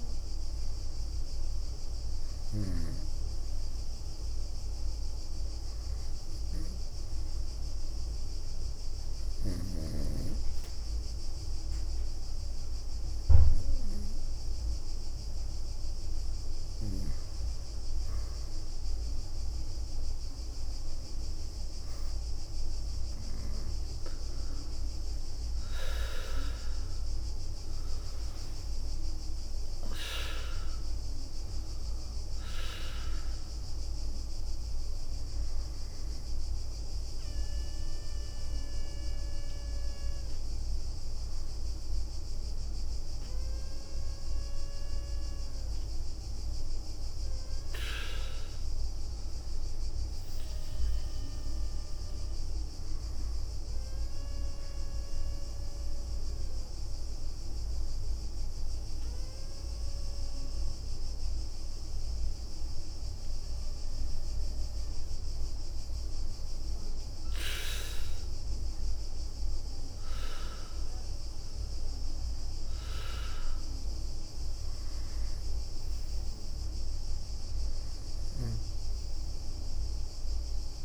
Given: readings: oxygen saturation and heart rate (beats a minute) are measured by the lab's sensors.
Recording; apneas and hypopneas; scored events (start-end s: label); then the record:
breathing in sleep by a room microphone; 2
0.00-3.50 s: arousal
4.00-10.00 s: leg movement (device-marked)
6.00-16.50 s: obstructive apnea (oxygen 95% before, 91% lowest, heart rate 71 before, 60 extreme, up 0 after)
22.50-27.50 s: arousal
27.50-30.00 s: leg movement (device-marked)
30.00-52.00 s: oxygen desaturation (device-marked, oxygen 95% before, 91% lowest, heart rate 71 before, 60 extreme)
51.00-65.50 s: obstructive apnea (oxygen 98% before, 95% lowest, heart rate 65 before, 60 extreme, up 11 after)
67.50-71.50 s: arousal
69.00-80.85 s: new sleep stage, REM sleep
72.00-73.50 s: leg movement (device-marked)
75.00-75.50 s: leg movement (device-marked)
From the record:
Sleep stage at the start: N2 (light sleep); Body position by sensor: on the right side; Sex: female